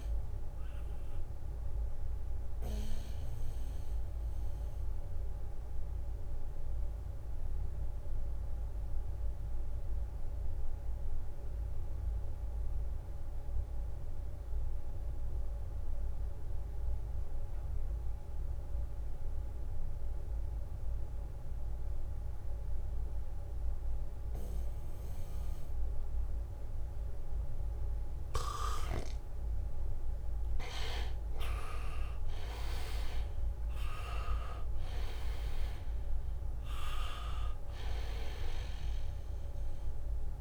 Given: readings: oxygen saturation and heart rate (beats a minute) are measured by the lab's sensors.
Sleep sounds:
breathing in sleep by a room microphone; 1
0.00-4.50 s: leg movement (device-marked)
0.00-16.50 s: oxygen desaturation (device-marked, oxygen 76% lowest, heart rate 63 extreme)
2.00-29.00 s: mixed apnea (oxygen 98% before, 76% lowest, heart rate 67 before, 65 extreme, up 5 after)
22.50-40.41 s: oxygen desaturation (device-marked, oxygen 98% before, 78% lowest, heart rate 72 before, 65 extreme)
28.00-36.00 s: leg movement (device-marked)
30.00-34.50 s: arousal
36.50-40.00 s: leg movement (device-marked)
From the record:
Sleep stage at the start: N2 (light sleep); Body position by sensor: on the back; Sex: male

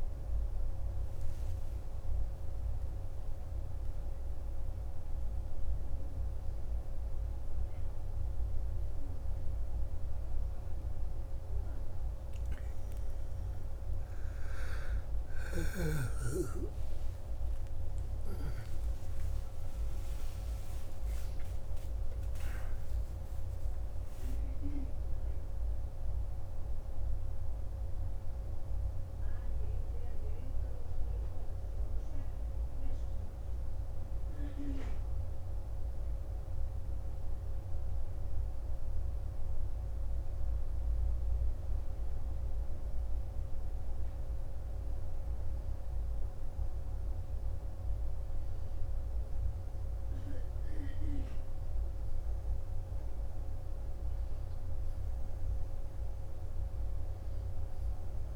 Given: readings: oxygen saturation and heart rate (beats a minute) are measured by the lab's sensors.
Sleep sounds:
breathing in sleep, hard to hear, by a room microphone; 1
0.50-18.50 s: oxygen desaturation (device-marked, oxygen 96% before, 92% lowest, heart rate 48 before, 45 extreme)
17.50-22.00 s: arousal
29.50-40.00 s: mixed apnea (oxygen 95% before, 92% lowest, heart rate 68 before, 39 extreme, up 4 after)
33.50-58.36 s: new sleep stage, N2 (light sleep)
42.00-46.00 s: arousal
55.50-58.36 s: oxygen desaturation (device-marked, oxygen 96% before, 92% lowest, heart rate 49 before, 42 extreme)
From the record:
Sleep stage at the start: N1 (lightest sleep); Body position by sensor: on the back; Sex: male

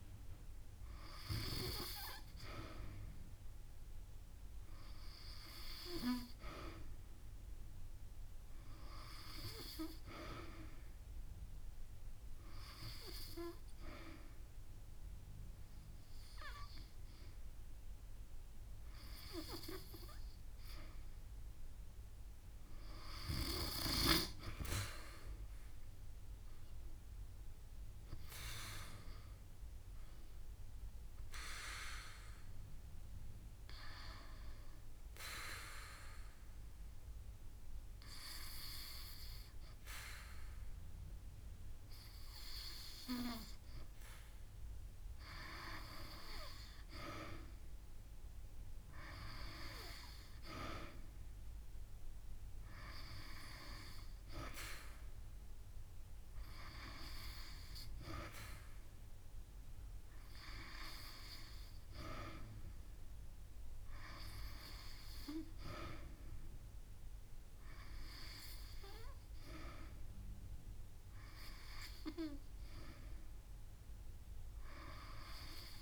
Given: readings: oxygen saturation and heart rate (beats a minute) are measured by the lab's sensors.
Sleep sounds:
breathing in sleep by a room microphone; 1
0.50-2.50 s: long interval between heartbeats (device-marked)
3.50-5.50 s: long interval between heartbeats (device-marked)
6.00 s: drop in pulse transit time (device-marked)
15.00-75.82 s: new sleep stage, N2 (light sleep)
25.50-29.00 s: arousal
33.00-45.00 s: hypopnea (oxygen 94% before, 92% lowest)
45.00-48.50 s: arousal
55.00-58.00 s: drop in pulse transit time (device-marked)
55.50-57.50 s: long interval between heartbeats (device-marked)
From the record:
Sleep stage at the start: N3 (deep sleep); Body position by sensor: on the back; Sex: female

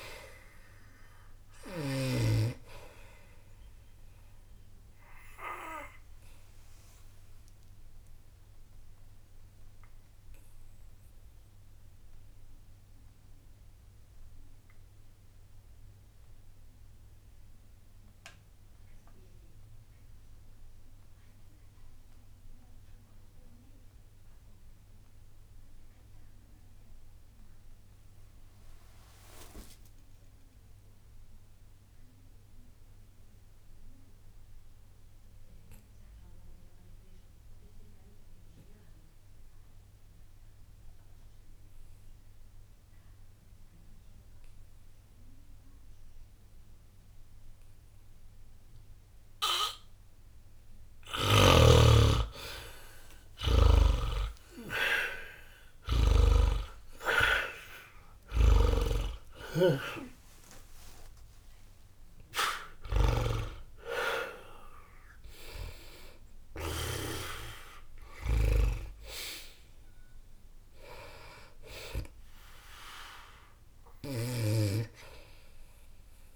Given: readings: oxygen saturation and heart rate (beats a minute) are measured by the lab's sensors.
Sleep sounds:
breathing in sleep by a room microphone; 1
0.00-26.00 s: oxygen desaturation (device-marked, oxygen 74% lowest, heart rate 59 extreme)
5.00-51.50 s: obstructive apnea (oxygen 94% before, 74% lowest, heart rate 60 before, 59 extreme, up 40 after)
42.00-76.36 s: oxygen desaturation (device-marked, oxygen 99% before, 75% lowest, heart rate 61 before, 60 extreme)
53.50-67.00 s: snoring (device-marked)
54.00-57.50 s: arousal
From the record:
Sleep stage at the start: N2 (light sleep); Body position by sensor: on the back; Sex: male

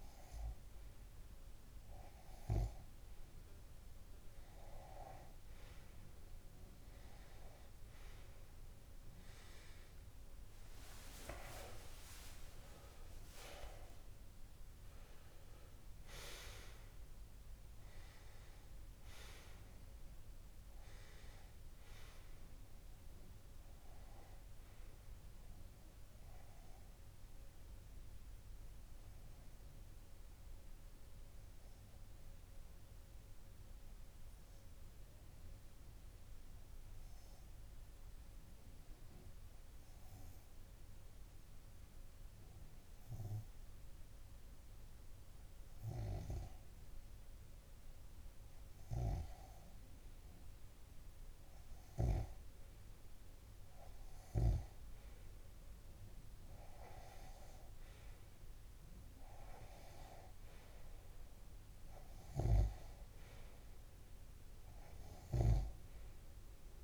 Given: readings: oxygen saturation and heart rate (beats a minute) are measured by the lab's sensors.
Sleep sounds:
breathing in sleep by a room microphone; 1
7.00-11.50 s: arousal
27.00-46.00 s: obstructive apnea (oxygen 95% before, 92% lowest)
47.50-51.50 s: arousal
60.00-66.84 s: oxygen desaturation (device-marked, oxygen 97% before, 92% lowest)
From the record:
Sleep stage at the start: N2 (light sleep); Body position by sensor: on the left side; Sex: male

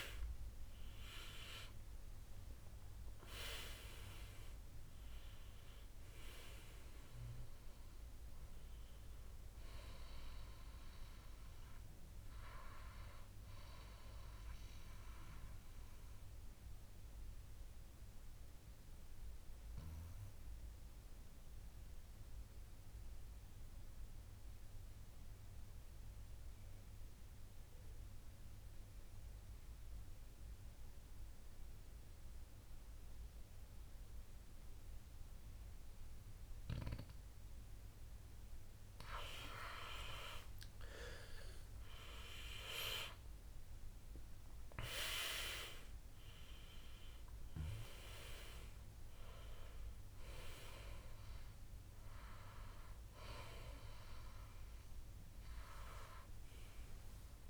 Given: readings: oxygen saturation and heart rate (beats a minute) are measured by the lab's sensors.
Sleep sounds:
breathing in sleep by a room microphone; 1
0.00-2.50 s: arousal
0.00-17.00 s: oxygen desaturation (device-marked, oxygen 89% lowest, heart rate 60 extreme)
15.00-39.50 s: obstructive apnea (oxygen 97% before, 89% lowest, heart rate 77 before, 60 extreme, up 19 after)
19.00-28.00 s: oxygen desaturation (device-marked, oxygen 95% before, 89% lowest, heart rate 76 before, 60 extreme)
41.00-44.50 s: arousal
43.00-57.50 s: oxygen desaturation (device-marked, oxygen 98% before, 93% lowest, heart rate 63 before, 57 extreme)
From the record:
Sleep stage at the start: N2 (light sleep); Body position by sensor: on the back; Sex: male

